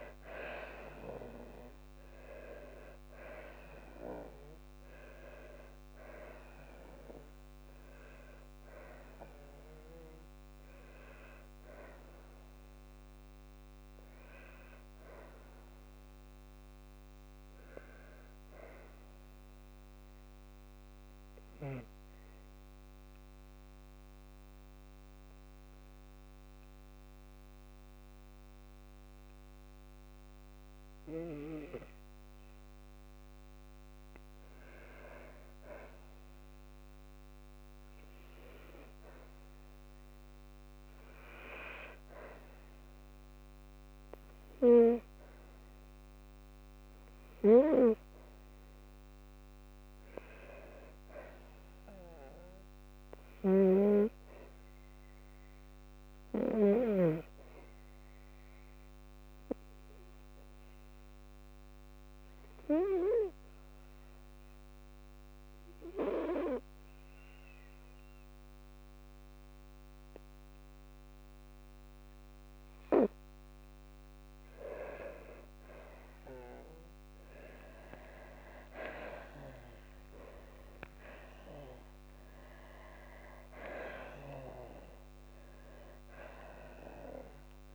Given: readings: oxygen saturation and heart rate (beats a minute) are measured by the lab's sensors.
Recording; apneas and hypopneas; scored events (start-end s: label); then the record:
breathing in sleep by a microphone on the trachea; 2
15.50-31.00 s: obstructive apnea (oxygen 97% before, 93% lowest, heart rate 58 before, 53 extreme, up 2 after)
26.00-41.00 s: oxygen desaturation (device-marked, oxygen 96% before, 93% lowest, heart rate 56 before, 53 extreme)
42.50-46.00 s: arousal
60.50-73.50 s: obstructive apnea (oxygen 98% before, 93% lowest, heart rate 55 before, 54 extreme, up 6 after)
76.50-80.00 s: arousal
From the record:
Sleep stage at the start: N2 (light sleep); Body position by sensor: on the back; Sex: female